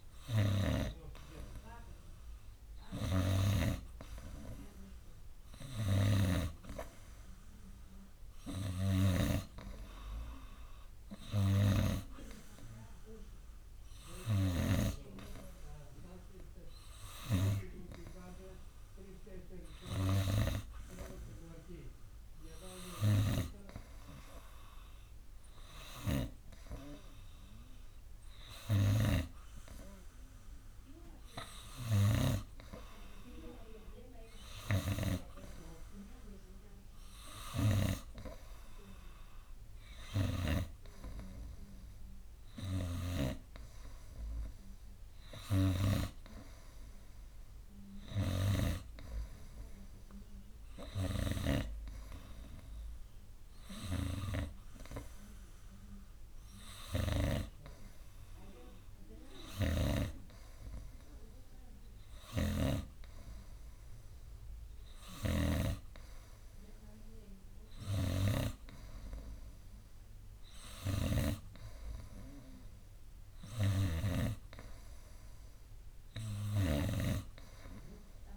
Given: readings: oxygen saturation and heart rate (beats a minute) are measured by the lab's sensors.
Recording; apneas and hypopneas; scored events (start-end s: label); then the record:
breathing in sleep by a room microphone; none
0.50-15.00 s: snoring (device-marked)
24.50-78.37 s: new sleep stage, N3 (deep sleep)
62.50-71.50 s: snoring (device-marked)
From the record:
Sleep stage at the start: N2 (light sleep); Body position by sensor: on the right side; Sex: male